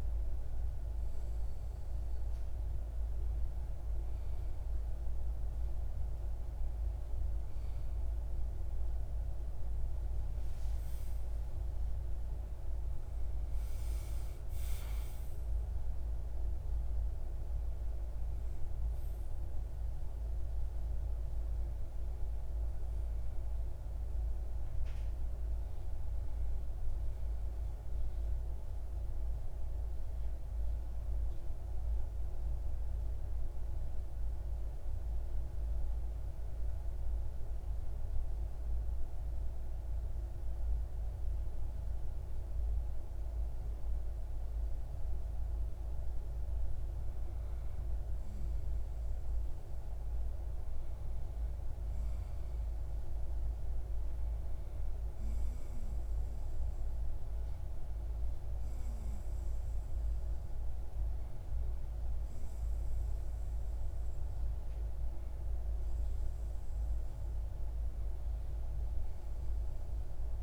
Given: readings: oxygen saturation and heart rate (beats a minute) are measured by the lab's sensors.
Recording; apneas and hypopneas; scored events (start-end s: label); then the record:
breathing in sleep, hard to hear, by a room microphone; 1
12.50-18.00 s: arousal
35.50-47.50 s: hypopnea (oxygen 95% before, 94% lowest)
50.00-54.50 s: arousal
From the record:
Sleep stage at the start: REM sleep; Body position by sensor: on the left side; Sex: male